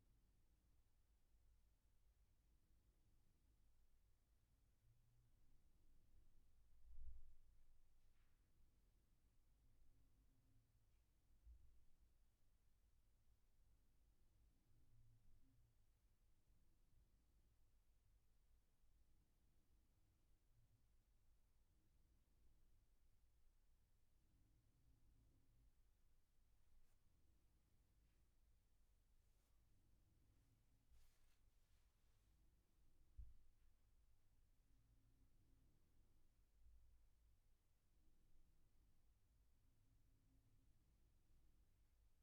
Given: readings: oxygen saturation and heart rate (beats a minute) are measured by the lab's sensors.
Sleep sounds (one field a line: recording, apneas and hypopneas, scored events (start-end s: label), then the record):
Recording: a person awake in a sleep study, hard to hear, by a room microphone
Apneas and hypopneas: none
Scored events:
none scored
From the record:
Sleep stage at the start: awake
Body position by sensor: on the back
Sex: male